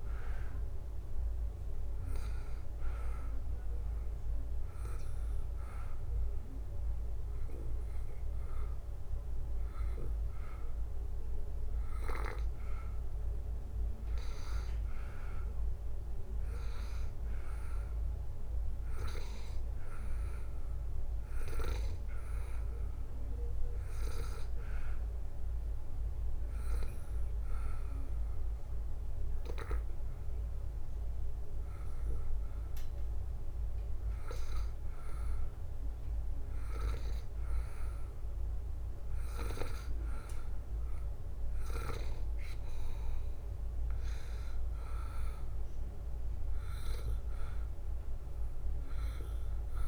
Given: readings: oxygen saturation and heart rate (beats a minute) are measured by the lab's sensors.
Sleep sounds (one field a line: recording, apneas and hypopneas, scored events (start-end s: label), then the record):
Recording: breathing in sleep by a room microphone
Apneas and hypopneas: 2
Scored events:
0.00-1.50 s: arousal
5.50-16.50 s: hypopnea (oxygen 93% before, 91% lowest, heart rate 79 before, 78 extreme, up 1 after)
18.50-21.00 s: arousal
24.50-34.50 s: hypopnea (oxygen 93% before, 91% lowest, heart rate 79 before, 77 extreme, up 4 after)
38.00-41.00 s: arousal
From the record:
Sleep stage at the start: N2 (light sleep)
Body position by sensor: on the back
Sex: male